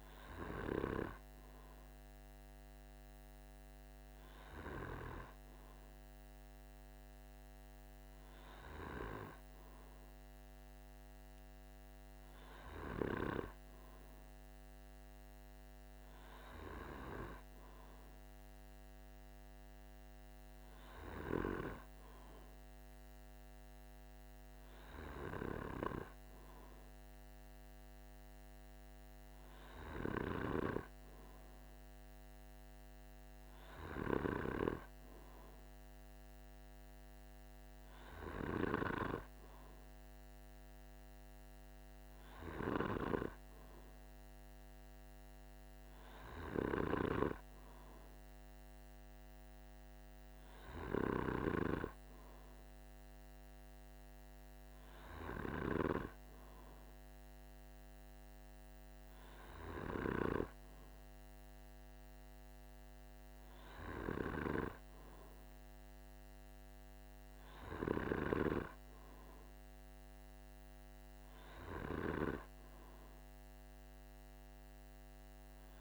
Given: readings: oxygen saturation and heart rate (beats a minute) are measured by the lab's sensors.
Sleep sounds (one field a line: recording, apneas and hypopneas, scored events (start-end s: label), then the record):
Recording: breathing in sleep by a microphone on the trachea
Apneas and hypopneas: none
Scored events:
none scored
From the record:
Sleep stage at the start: N2 (light sleep)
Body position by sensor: on the back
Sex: male